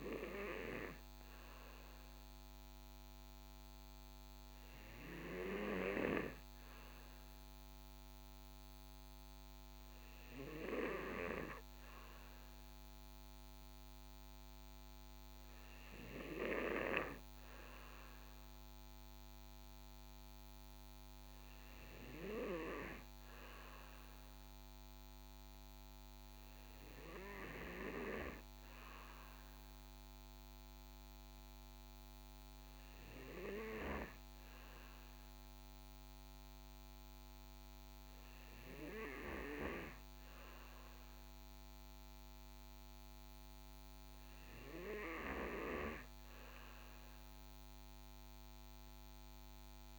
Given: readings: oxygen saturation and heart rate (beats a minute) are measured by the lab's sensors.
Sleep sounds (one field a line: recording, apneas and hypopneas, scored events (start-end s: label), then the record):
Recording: breathing in sleep by a microphone on the trachea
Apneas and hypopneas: none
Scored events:
none scored
From the record:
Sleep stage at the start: N2 (light sleep)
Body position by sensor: on the back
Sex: male